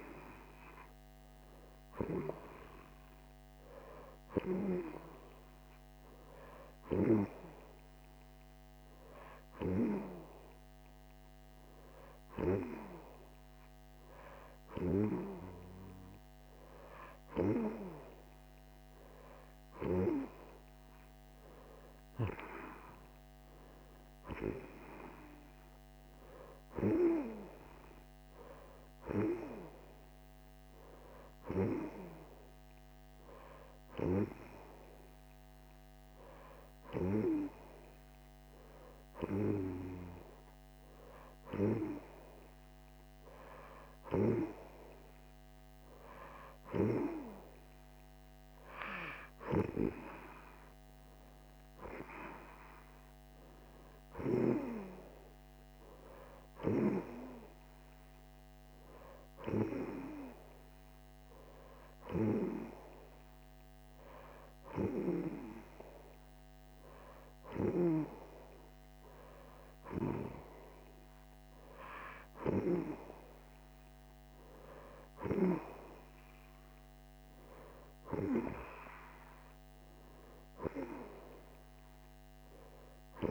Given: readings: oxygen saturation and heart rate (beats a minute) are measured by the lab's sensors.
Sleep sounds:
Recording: breathing in sleep by a microphone on the trachea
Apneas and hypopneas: none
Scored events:
none scored
From the record:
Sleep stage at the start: N2 (light sleep)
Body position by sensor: on the right side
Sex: female

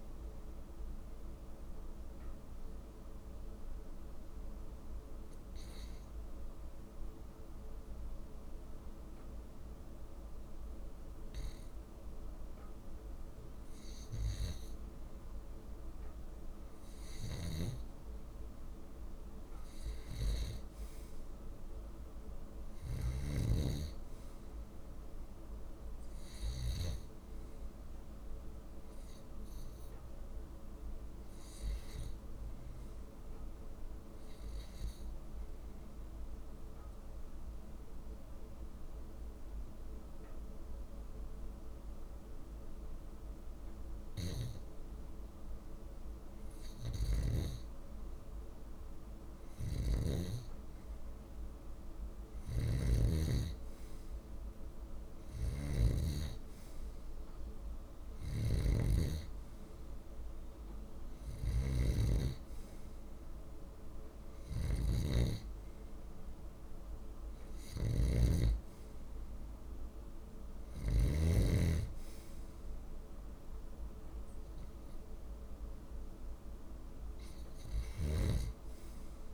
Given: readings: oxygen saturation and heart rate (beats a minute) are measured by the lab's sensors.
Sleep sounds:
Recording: breathing in sleep by a room microphone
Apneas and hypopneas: 2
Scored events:
1.00-14.50 s: hypopnea (oxygen 96% before, 92% lowest, heart rate 55 before, 55 extreme, up 1 after)
17.00-23.00 s: snoring (device-marked)
36.00-46.00 s: obstructive apnea (oxygen 97% before, 92% lowest, heart rate 56 before, 56 extreme, up 0 after)
48.50-52.50 s: arousal
49.00-71.00 s: snoring (device-marked)
77.50-79.34 s: snoring (device-marked)
From the record:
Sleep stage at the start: REM sleep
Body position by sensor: on the left side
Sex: male

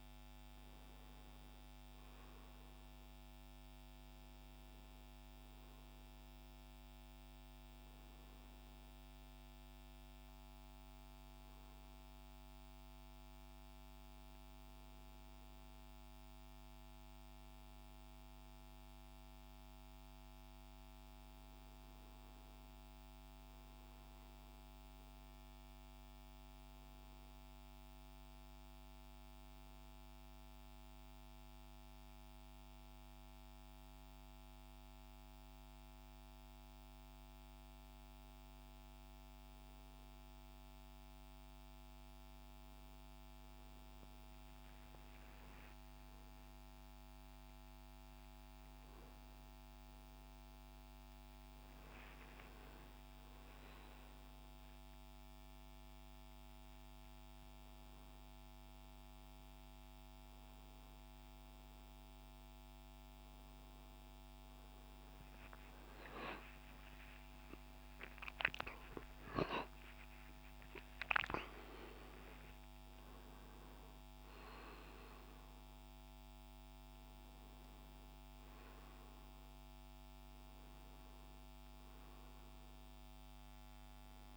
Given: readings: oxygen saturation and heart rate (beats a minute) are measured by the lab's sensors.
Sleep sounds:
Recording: a person awake in a sleep study, hard to hear, by a microphone on the trachea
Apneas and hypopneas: none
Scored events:
0.00-5.50 s: oxygen desaturation (device-marked, oxygen 94% lowest, heart rate 72 extreme)
From the record:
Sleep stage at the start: awake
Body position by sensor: on the back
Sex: male

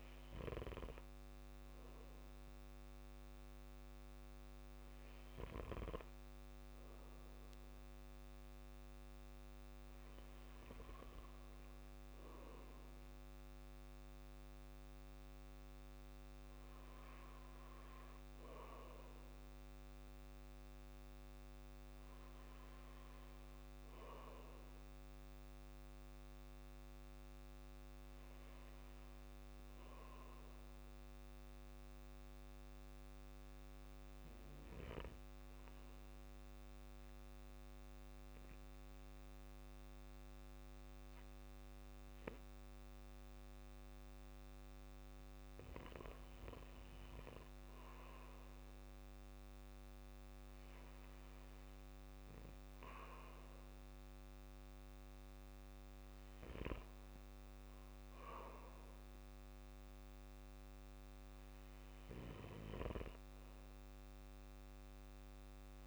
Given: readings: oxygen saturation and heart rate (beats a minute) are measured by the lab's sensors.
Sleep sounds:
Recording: breathing in sleep by a microphone on the trachea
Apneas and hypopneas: 1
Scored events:
18.00-32.00 s: oxygen desaturation (device-marked, oxygen 95% before, 91% lowest, heart rate 59 before, 55 extreme)
36.00-48.50 s: obstructive apnea (oxygen 95% before, 91% lowest, heart rate 57 before, 54 extreme, up 1 after)
52.00-56.00 s: arousal
From the record:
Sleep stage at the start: N2 (light sleep)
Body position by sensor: on the back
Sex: male

